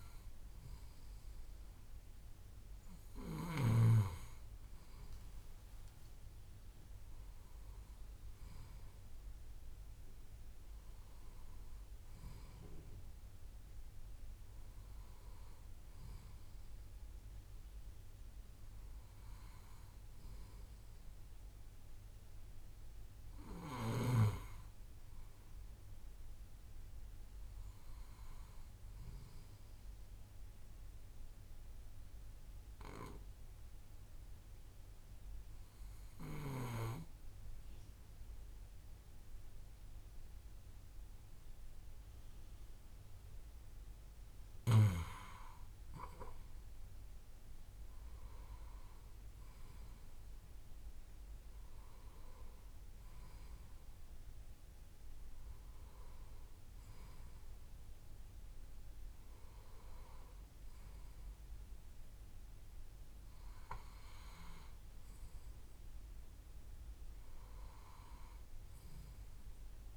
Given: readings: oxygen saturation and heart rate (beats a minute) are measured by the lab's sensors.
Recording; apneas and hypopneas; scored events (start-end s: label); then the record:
breathing in sleep by a room microphone; 1
22.00-26.00 s: arousal
30.00-44.50 s: obstructive apnea (oxygen 94% before, 92% lowest, heart rate 57 before, 55 extreme, up 5 after)
46.50-50.50 s: arousal
49.00-69.97 s: oxygen desaturation (device-marked, oxygen 95% before, 92% lowest, heart rate 57 before, 56 extreme)
From the record:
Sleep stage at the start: N2 (light sleep); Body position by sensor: on the left side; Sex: male